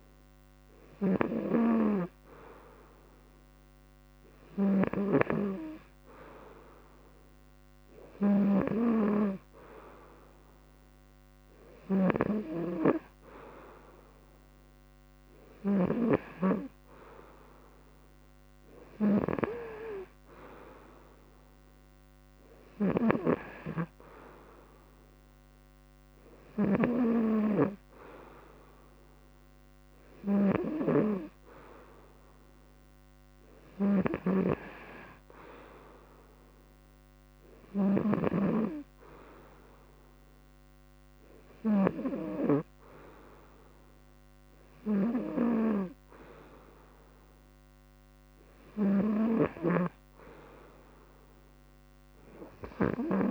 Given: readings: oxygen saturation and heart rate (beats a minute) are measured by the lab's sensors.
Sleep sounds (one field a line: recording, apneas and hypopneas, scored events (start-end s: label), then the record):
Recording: breathing in sleep by a microphone on the trachea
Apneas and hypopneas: none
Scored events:
0.00-4.50 s: snoring (device-marked)
11.50-41.50 s: snoring (device-marked)
49.00-52.50 s: snoring (device-marked)
From the record:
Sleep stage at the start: N2 (light sleep)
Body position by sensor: on the front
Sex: male